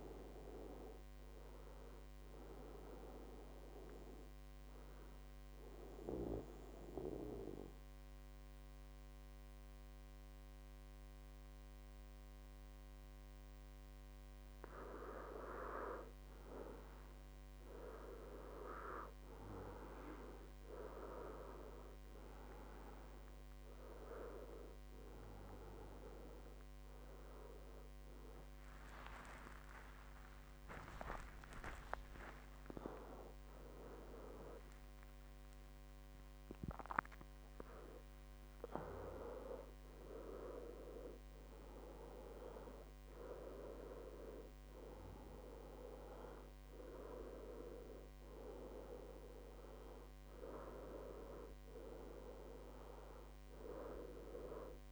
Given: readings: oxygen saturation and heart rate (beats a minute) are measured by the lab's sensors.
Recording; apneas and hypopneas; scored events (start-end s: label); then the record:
a person partly awake in a sleep study, by a microphone on the trachea; 1
4.00-15.00 s: obstructive apnea (oxygen 98% before, 95% lowest, heart rate 70 before, 63 extreme, up 14 after)
17.50-21.00 s: arousal
28.00-54.92 s: new sleep stage, awake
32.00-34.00 s: long interval between heartbeats (device-marked, heart rate 73 before, 96 extreme)
From the record:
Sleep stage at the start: N2 (light sleep); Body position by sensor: on the back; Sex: male